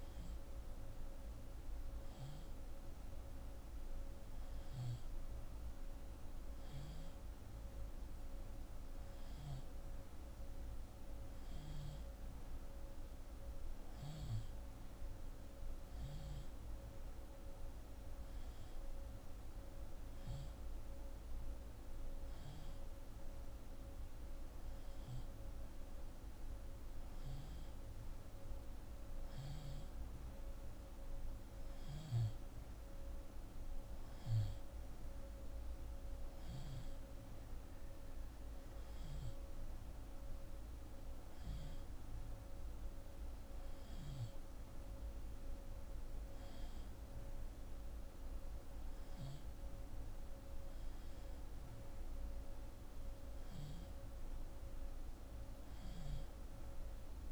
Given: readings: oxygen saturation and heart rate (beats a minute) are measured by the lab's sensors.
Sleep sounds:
breathing in sleep, hard to hear, by a room microphone; none
none scored
From the record:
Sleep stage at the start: N2 (light sleep); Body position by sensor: on the left side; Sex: female

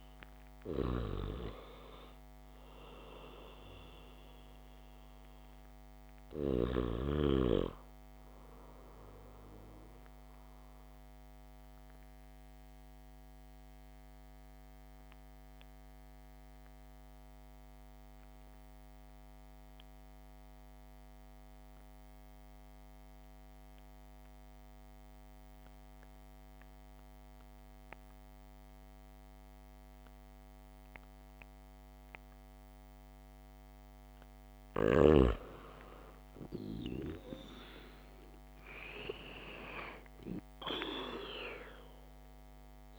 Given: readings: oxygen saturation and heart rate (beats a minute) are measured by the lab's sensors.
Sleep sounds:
breathing in sleep by a microphone on the trachea; 1
0.00-9.00 s: oxygen desaturation (device-marked, oxygen 94% lowest, heart rate 50 extreme)
12.00-34.50 s: obstructive apnea (oxygen 100% before, 90% lowest, heart rate 75 before, 44 extreme, up 8 after)
37.00-40.50 s: arousal
40.00-42.99 s: oxygen desaturation (device-marked, oxygen 99% before, 90% lowest, heart rate 55 before, 56 extreme)
From the record:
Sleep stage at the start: REM sleep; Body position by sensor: on the back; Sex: male

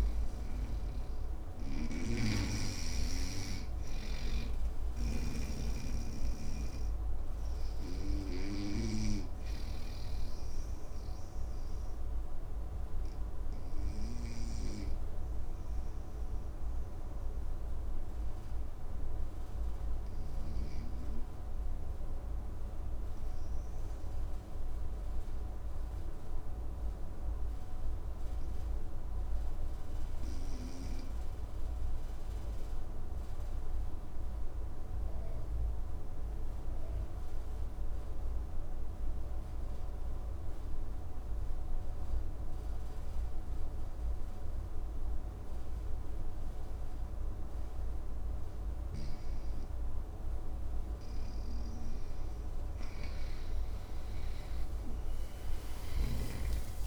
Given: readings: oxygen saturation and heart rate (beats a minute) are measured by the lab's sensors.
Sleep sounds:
breathing in sleep by a room microphone; 1
1.50-5.00 s: snoring (device-marked)
6.50-48.00 s: obstructive apnea (oxygen 100% before, 96% lowest, heart rate 61 before, 54 extreme, up 6 after)
20.00-37.00 s: oxygen desaturation (device-marked, oxygen 99% before, 96% lowest, heart rate 60 before, 54 extreme)
55.00-56.87 s: arousal
55.50-56.87 s: snoring (device-marked)
From the record:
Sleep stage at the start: REM sleep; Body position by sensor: on the right side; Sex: male

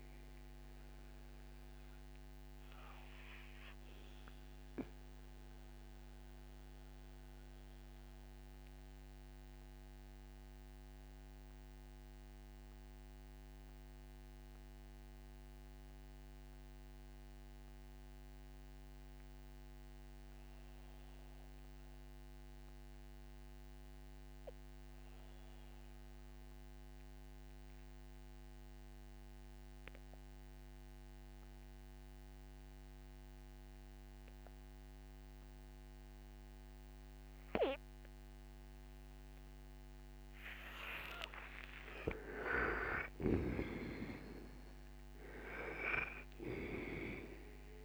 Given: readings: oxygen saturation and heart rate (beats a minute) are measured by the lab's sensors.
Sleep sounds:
breathing in sleep by a microphone on the trachea; 1
0.00-24.00 s: oxygen desaturation (device-marked, oxygen 76% lowest, heart rate 58 extreme)
1.00-40.50 s: mixed apnea (oxygen 98% before, 76% lowest, heart rate 72 before, 58 extreme, up 17 after)
38.00-47.85 s: oxygen desaturation (device-marked, oxygen 98% before, 80% lowest, heart rate 60 before, 60 extreme)
41.50-46.50 s: arousal
From the record:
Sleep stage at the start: N2 (light sleep); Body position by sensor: on the right side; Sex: male

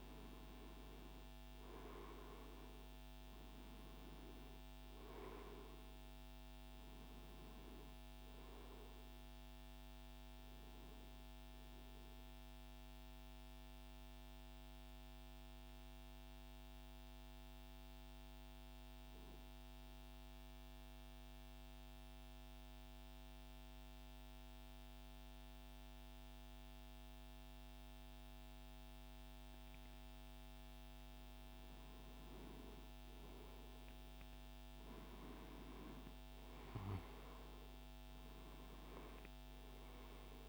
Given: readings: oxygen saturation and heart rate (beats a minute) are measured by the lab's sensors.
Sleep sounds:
breathing in sleep, hard to hear, by a microphone on the trachea; 1
11.50-31.00 s: obstructive apnea (oxygen 96% before, 94% lowest)
32.50-38.00 s: arousal
33.50-40.48 s: oxygen desaturation (device-marked, oxygen 97% before, 94% lowest, heart rate 74 before, 63 extreme)
From the record:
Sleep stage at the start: N2 (light sleep); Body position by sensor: on the right side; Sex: male

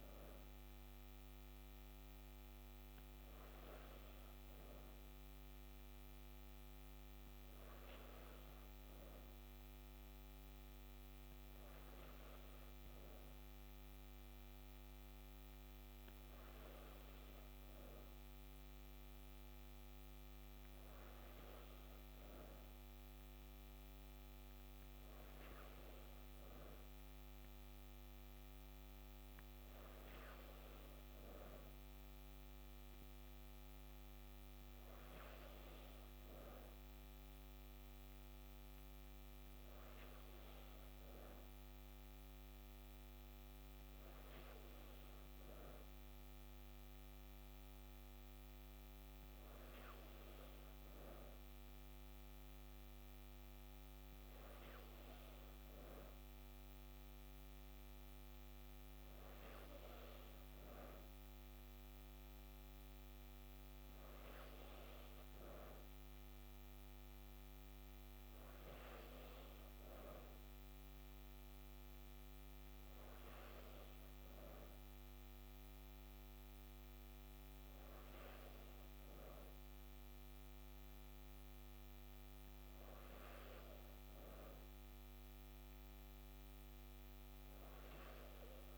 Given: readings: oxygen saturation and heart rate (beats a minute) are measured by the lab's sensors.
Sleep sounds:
breathing in sleep, hard to hear, by a microphone on the trachea; none
none scored
From the record:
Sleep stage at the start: N3 (deep sleep); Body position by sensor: on the back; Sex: female

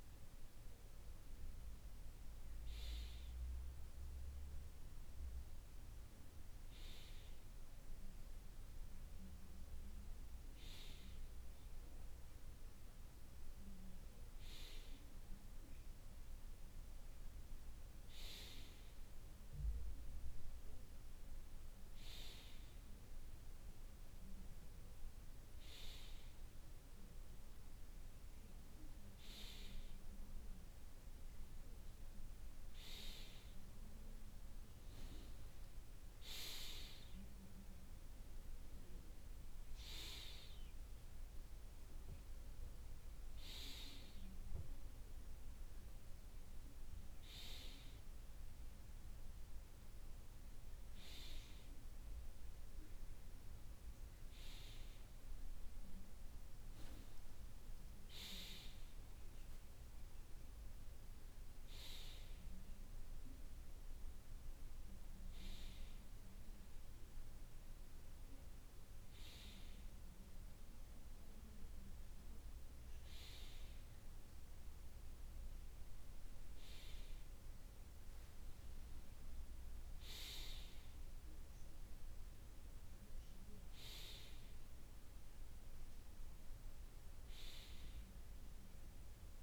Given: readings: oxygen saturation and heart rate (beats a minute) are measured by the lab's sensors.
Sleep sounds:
breathing in sleep by a room microphone; none
none scored
From the record:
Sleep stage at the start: N2 (light sleep); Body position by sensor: on the right side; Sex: male

